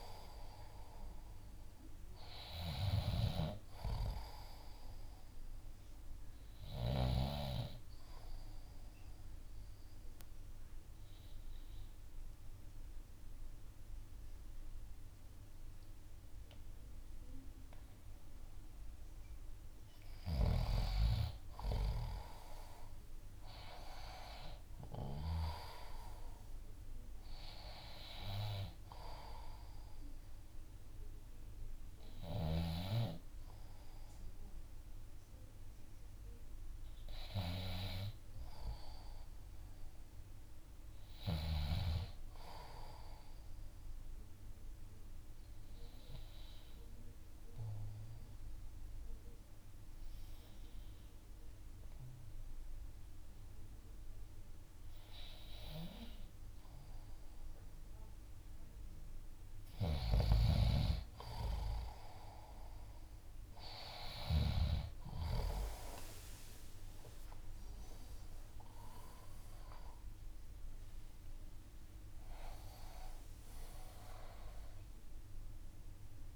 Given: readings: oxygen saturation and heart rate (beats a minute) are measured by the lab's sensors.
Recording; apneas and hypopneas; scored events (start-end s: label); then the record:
breathing in sleep by a room microphone; 2
0.00-4.00 s: oxygen desaturation (device-marked, oxygen 92% lowest, heart rate 56 extreme)
7.50-19.50 s: obstructive apnea (oxygen 96% before, 91% lowest, heart rate 59 before, 57 extreme, up 8 after)
12.00-23.00 s: oxygen desaturation (device-marked, oxygen 96% before, 92% lowest, heart rate 60 before, 57 extreme)
21.50-24.50 s: arousal
36.00-49.00 s: oxygen desaturation (device-marked, oxygen 95% before, 91% lowest, heart rate 61 before, 55 extreme)
42.50-59.00 s: obstructive apnea (oxygen 95% before, 91% lowest, heart rate 61 before, 55 extreme, up 10 after)
59.50-64.50 s: snoring (device-marked)
65.50-70.00 s: arousal
67.00-76.36 s: drop in pulse transit time (device-marked, heart rate 58 before, 65 extreme)
69.00-76.36 s: oxygen desaturation (device-marked, oxygen 94% before, 91% lowest, heart rate 59 before, 59 extreme)
From the record:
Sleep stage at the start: N2 (light sleep); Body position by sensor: on the back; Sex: male